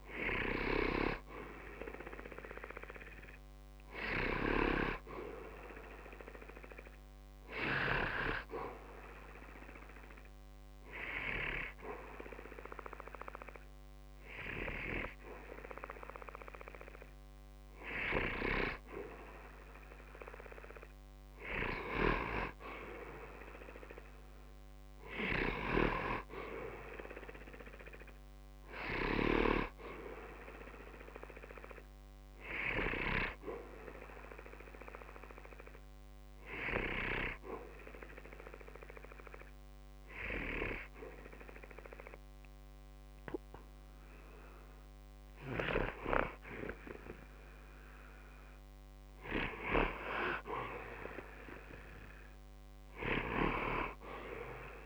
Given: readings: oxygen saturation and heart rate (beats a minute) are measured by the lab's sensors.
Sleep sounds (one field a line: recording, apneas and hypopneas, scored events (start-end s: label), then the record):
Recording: breathing in sleep by a microphone on the trachea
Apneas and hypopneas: 2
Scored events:
8.50-19.50 s: hypopnea (oxygen 93% before, 90% lowest, heart rate 65 before, 60 extreme, up 1 after)
21.50-24.50 s: arousal
33.00-46.50 s: hypopnea (oxygen 93% before, 90% lowest, heart rate 65 before, 60 extreme, up 4 after)
49.00-53.00 s: arousal
From the record:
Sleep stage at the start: N2 (light sleep)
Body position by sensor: on the back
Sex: male